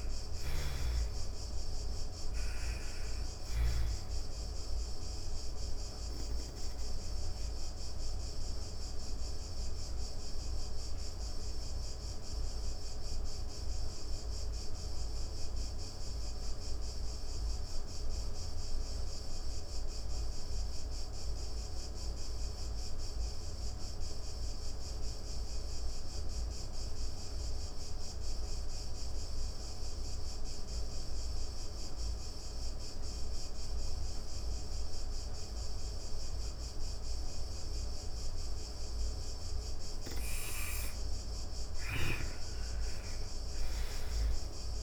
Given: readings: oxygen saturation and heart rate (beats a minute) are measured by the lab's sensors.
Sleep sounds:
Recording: breathing in sleep, hard to hear, by a room microphone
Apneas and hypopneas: 1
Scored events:
0.00-21.50 s: oxygen desaturation (device-marked, oxygen 82% lowest, heart rate 83 extreme)
9.00-38.50 s: obstructive apnea (oxygen 98% before, 82% lowest, heart rate 109 before, 97 extreme, up 52 after)
39.50-44.83 s: oxygen desaturation (device-marked, oxygen 98% before, 85% lowest, heart rate 127 before, 89 extreme)
41.00-44.83 s: arousal
From the record:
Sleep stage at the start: N2 (light sleep)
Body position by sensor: on the back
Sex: female

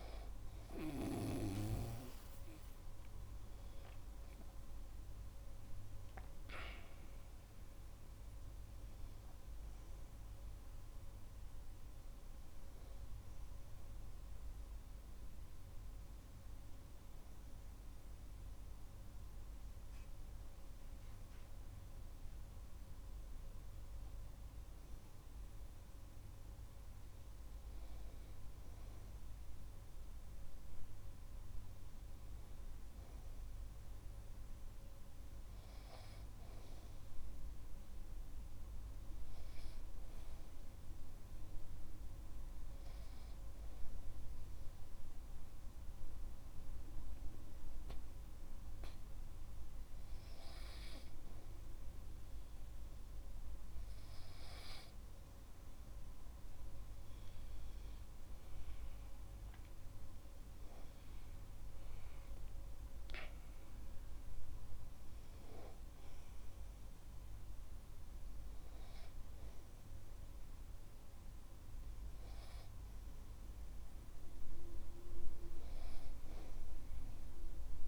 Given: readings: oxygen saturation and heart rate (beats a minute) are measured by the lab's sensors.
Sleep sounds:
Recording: breathing in sleep by a room microphone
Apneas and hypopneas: 1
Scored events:
35.00-38.50 s: arousal
41.50-55.00 s: obstructive apnea (oxygen 98% before, 96% lowest)
57.00-60.00 s: arousal
From the record:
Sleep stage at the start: N2 (light sleep)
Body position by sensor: on the back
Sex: male

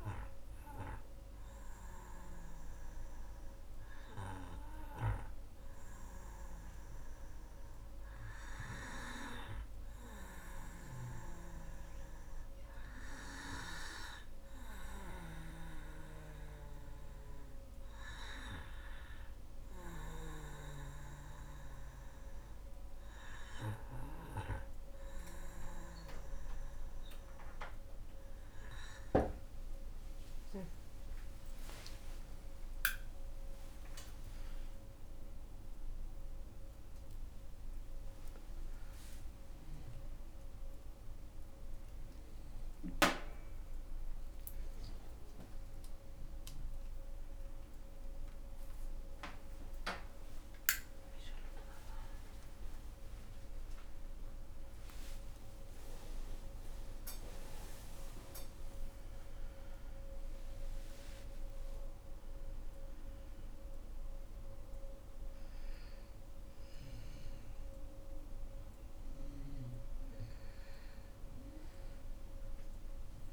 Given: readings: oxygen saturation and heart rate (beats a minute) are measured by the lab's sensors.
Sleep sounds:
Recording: a person partly awake in a sleep study, by a room microphone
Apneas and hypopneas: 1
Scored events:
0.00-6.00 s: oxygen desaturation (device-marked, oxygen 94% lowest, heart rate 70 extreme)
16.00-28.50 s: hypopnea (oxygen 96% before, 93% lowest, heart rate 72 before, 70 extreme, up 7 after)
33.00-63.00 s: new sleep stage, awake
63.00-73.33 s: new sleep stage, N2 (light sleep)
From the record:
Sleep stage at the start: N2 (light sleep)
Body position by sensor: on the back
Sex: female

